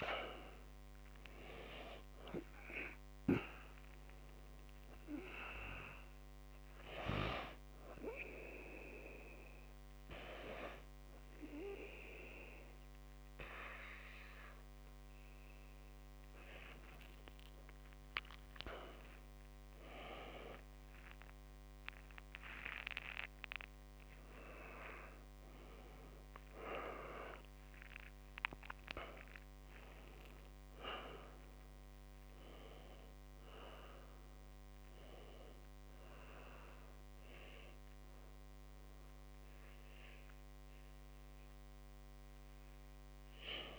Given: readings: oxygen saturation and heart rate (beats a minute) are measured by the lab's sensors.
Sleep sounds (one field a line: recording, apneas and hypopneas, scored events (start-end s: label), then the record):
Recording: breathing in sleep by a microphone on the trachea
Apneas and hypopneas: none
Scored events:
0.00-1.00 s: arousal
21.00-23.00 s: long interval between heartbeats (device-marked, heart rate 63 before, 77 extreme)
24.00-28.00 s: arousal
From the record:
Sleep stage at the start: N2 (light sleep)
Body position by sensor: on the back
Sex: male